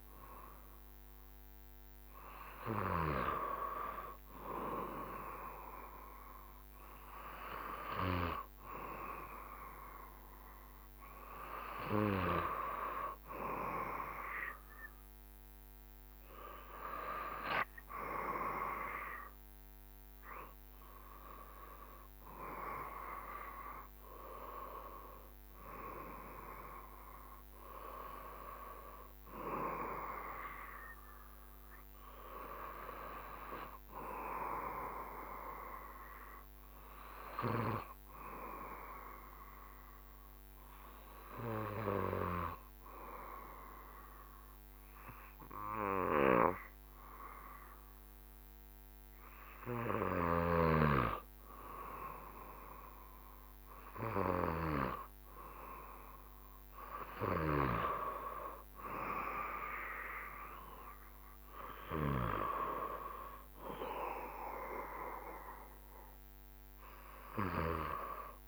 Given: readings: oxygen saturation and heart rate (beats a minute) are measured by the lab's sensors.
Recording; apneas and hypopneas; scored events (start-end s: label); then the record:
breathing in sleep by a microphone on the trachea; 1
23.50-27.50 s: arousal
33.50-49.00 s: obstructive apnea (oxygen 95% before, 93% lowest, heart rate 73 before, 68 extreme, up 5 after)
53.50-57.50 s: arousal
From the record:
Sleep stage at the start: N2 (light sleep); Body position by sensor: on the back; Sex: male